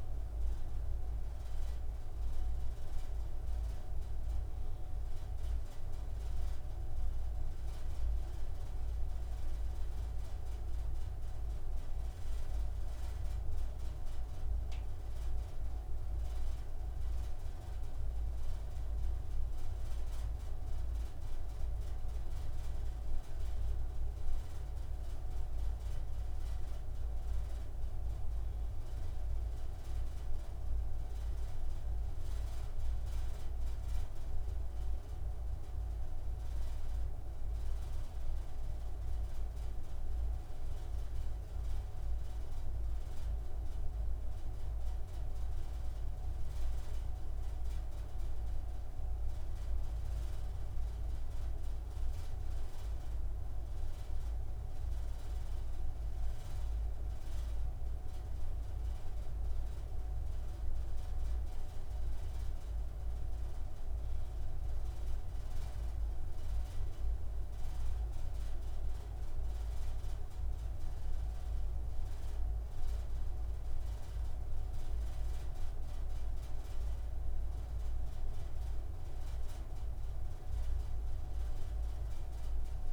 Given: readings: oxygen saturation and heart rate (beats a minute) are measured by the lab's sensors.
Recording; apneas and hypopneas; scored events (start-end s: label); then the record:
breathing in sleep, hard to hear, by a room microphone; none
none scored
From the record:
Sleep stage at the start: N2 (light sleep); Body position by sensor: on the right side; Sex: male